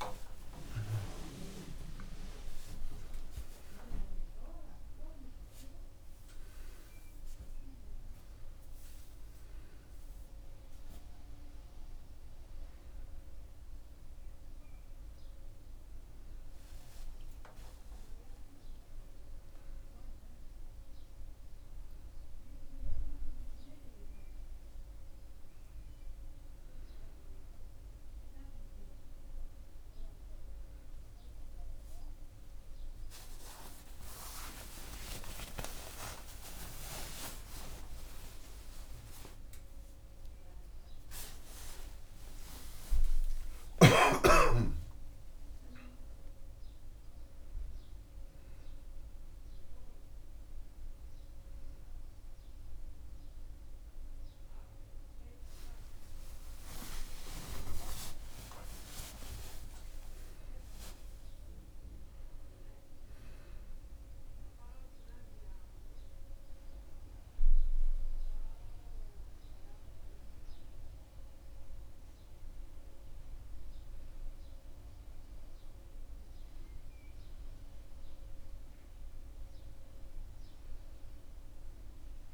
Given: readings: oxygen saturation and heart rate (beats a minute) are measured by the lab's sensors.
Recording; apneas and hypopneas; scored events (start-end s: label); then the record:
a person awake in a sleep study, by a room microphone; none
59.50-82.34 s: new sleep stage, N2 (light sleep)
From the record:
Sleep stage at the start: awake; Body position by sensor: on the back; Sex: male